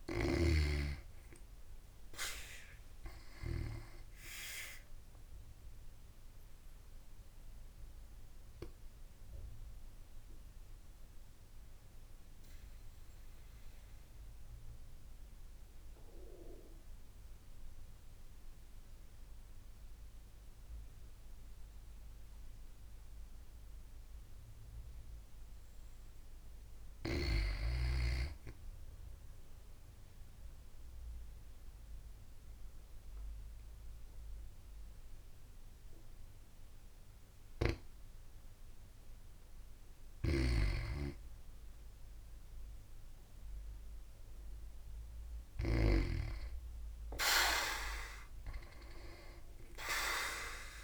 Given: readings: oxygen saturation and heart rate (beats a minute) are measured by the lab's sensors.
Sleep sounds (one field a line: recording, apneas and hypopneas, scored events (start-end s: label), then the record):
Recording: breathing in sleep by a room microphone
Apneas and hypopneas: 1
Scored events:
0.00-26.00 s: oxygen desaturation (device-marked, oxygen 87% lowest, heart rate 52 extreme)
5.00-24.50 s: obstructive apnea (oxygen 96% before, 87% lowest, heart rate 57 before, 52 extreme, up 4 after)
27.50-30.50 s: arousal
34.00-40.00 s: oxygen desaturation (device-marked, oxygen 94% before, 91% lowest, heart rate 54 before, 55 extreme)
49.00-50.84 s: arousal
From the record:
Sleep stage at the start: N2 (light sleep)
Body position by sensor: on the back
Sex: female